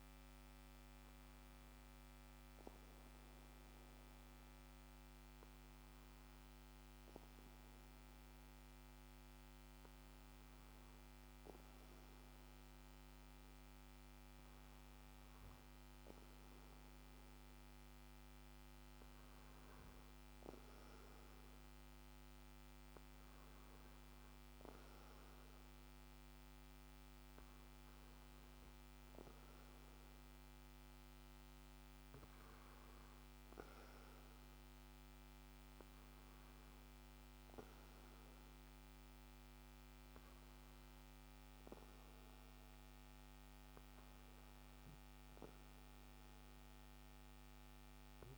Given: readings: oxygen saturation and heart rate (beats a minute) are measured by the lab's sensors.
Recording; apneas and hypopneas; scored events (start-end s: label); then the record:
breathing in sleep, hard to hear, by a microphone on the trachea; none
none scored
From the record:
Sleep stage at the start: N2 (light sleep); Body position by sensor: on the back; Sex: male